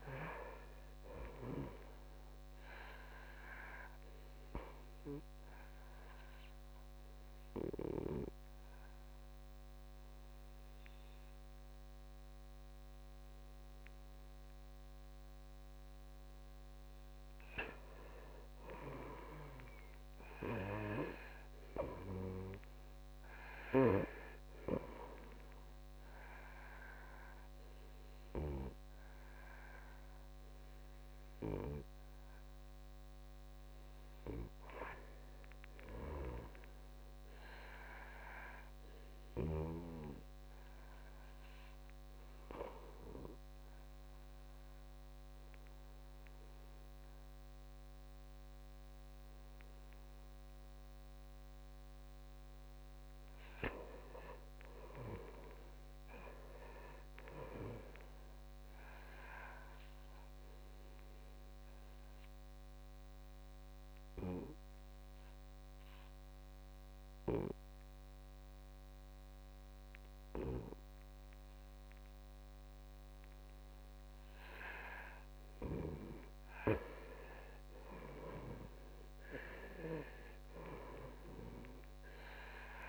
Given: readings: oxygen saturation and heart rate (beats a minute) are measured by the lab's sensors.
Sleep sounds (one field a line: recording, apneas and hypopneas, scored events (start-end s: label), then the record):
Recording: breathing in sleep by a microphone on the trachea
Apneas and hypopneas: 3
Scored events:
0.00-18.50 s: oxygen desaturation (device-marked, oxygen 84% lowest, heart rate 59 extreme)
4.00-15.50 s: obstructive apnea (oxygen 99% before, 84% lowest, heart rate 60 before, 59 extreme, up 4 after)
19.50-23.50 s: arousal
29.50-37.50 s: oxygen desaturation (device-marked, oxygen 97% before, 90% lowest, heart rate 62 before, 58 extreme)
38.50-51.50 s: obstructive apnea (oxygen 97% before, 89% lowest, heart rate 62 before, 56 extreme, up 8 after)
53.50-57.00 s: arousal
59.00-73.50 s: obstructive apnea (oxygen 96% before, 89% lowest, heart rate 60 before, 56 extreme, up 10 after)
59.50-72.50 s: oxygen desaturation (device-marked, oxygen 95% before, 89% lowest, heart rate 60 before, 56 extreme)
75.50-79.00 s: arousal
From the record:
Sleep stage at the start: N2 (light sleep)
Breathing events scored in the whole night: 376 in 4.7 hours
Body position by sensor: on the back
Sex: male